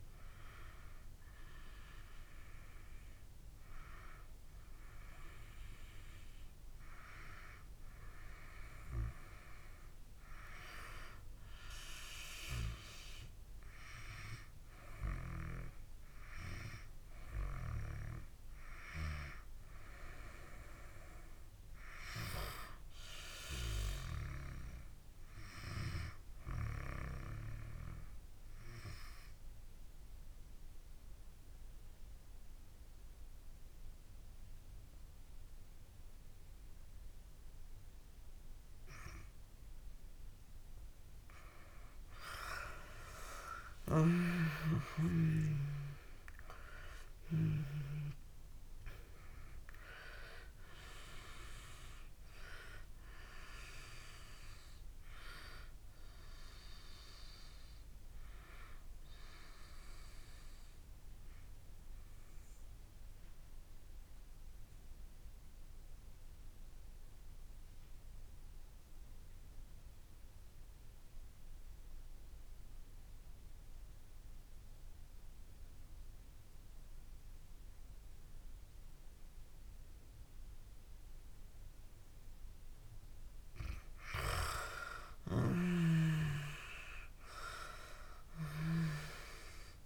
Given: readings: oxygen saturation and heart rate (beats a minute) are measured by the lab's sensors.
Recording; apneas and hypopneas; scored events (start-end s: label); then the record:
breathing in sleep by a room microphone; 2
2.50-89.85 s: new sleep stage, N2 (light sleep)
15.50-31.50 s: oxygen desaturation (device-marked, oxygen 96% before, 93% lowest)
29.00-41.00 s: obstructive apnea (oxygen 97% before, 84% lowest)
43.50-47.50 s: arousal
45.50-74.50 s: oxygen desaturation (device-marked, oxygen 94% before, 84% lowest)
62.50-82.00 s: obstructive apnea (oxygen 94% before, 82% lowest)
84.50-87.50 s: arousal
87.50-89.85 s: oxygen desaturation (device-marked, oxygen 98% before, 82% lowest)
From the record:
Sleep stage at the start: N1 (lightest sleep); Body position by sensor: on the back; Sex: female